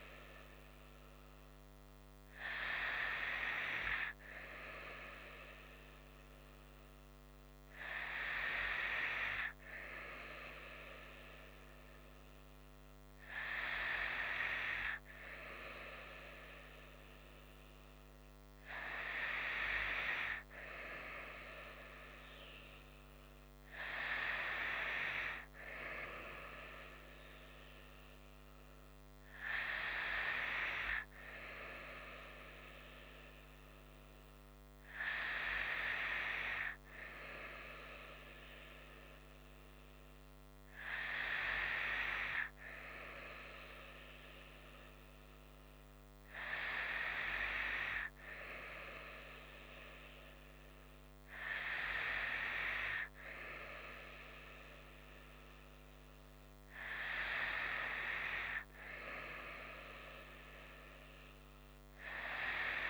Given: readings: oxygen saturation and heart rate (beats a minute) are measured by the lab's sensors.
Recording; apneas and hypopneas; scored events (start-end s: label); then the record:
breathing in sleep by a microphone on the trachea; none
none scored
From the record:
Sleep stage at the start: N2 (light sleep); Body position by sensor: on the right side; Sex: female